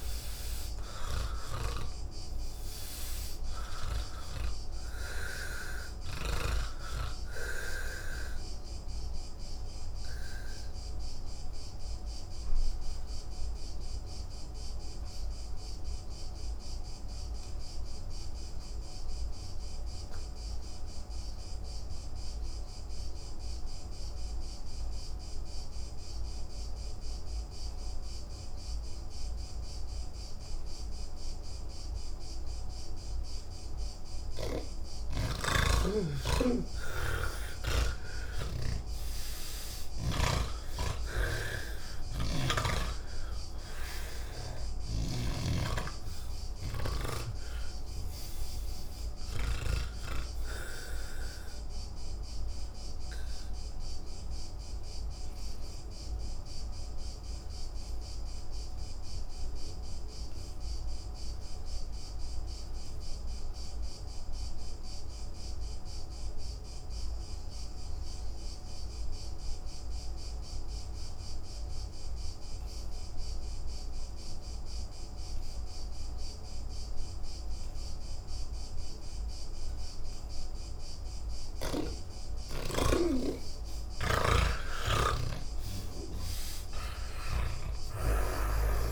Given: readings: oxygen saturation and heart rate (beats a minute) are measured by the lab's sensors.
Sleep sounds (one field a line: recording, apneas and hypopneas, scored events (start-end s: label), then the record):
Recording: breathing in sleep by a room microphone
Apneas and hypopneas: 2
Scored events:
0.00-26.50 s: oxygen desaturation (device-marked, oxygen 76% lowest, heart rate 127 extreme)
10.00-33.00 s: obstructive apnea (oxygen 98% before, 76% lowest, heart rate 169 before, 127 extreme, up 20 after)
37.00-40.50 s: snoring (device-marked)
41.50-65.50 s: oxygen desaturation (device-marked, oxygen 96% before, 80% lowest, heart rate 181 before, 65 extreme)
45.00-50.00 s: snoring (device-marked)
52.00-81.50 s: obstructive apnea (oxygen 97% before, 79% lowest, heart rate 168 before, 38 extreme, up 33 after)
71.50-88.92 s: oxygen desaturation (device-marked, oxygen 98% before, 79% lowest, heart rate 119 before, 38 extreme)
84.00-88.00 s: snoring (device-marked)
From the record:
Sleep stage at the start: N1 (lightest sleep)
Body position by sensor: on the back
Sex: male